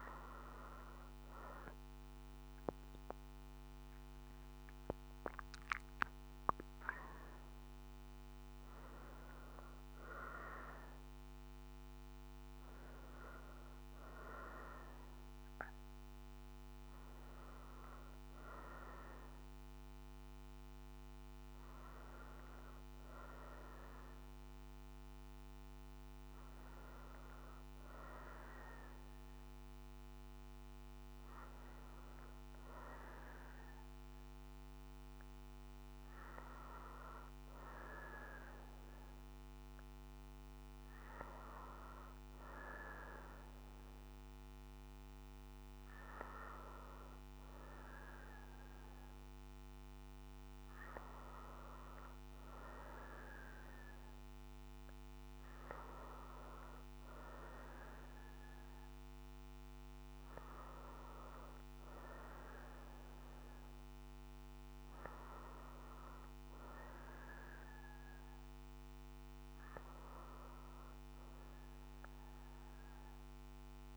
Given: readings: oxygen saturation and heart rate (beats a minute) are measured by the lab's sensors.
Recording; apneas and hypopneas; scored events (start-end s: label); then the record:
breathing in sleep by a microphone on the trachea; none
none scored
From the record:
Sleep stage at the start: N2 (light sleep); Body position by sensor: on the right side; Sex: female